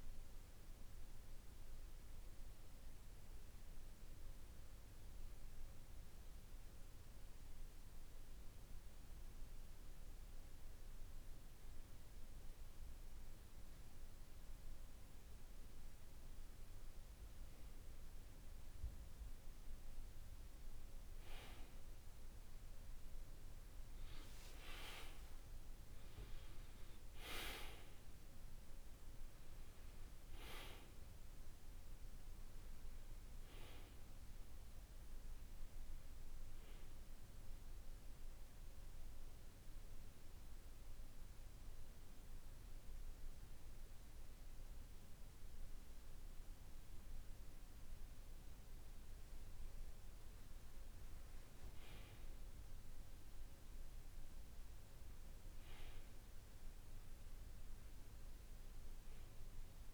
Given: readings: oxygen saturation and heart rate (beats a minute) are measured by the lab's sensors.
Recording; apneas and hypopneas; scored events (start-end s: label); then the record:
breathing in sleep, hard to hear, by a room microphone; 2
1.00-17.50 s: obstructive apnea (oxygen 97% before, 94% lowest, heart rate 54 before, 48 extreme, up 1 after)
19.50-24.00 s: arousal
37.50-49.00 s: hypopnea (oxygen 97% before, 93% lowest, heart rate 51 before, 48 extreme, up 2 after)
51.00-54.50 s: arousal
From the record:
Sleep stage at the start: N2 (light sleep); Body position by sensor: on the back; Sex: male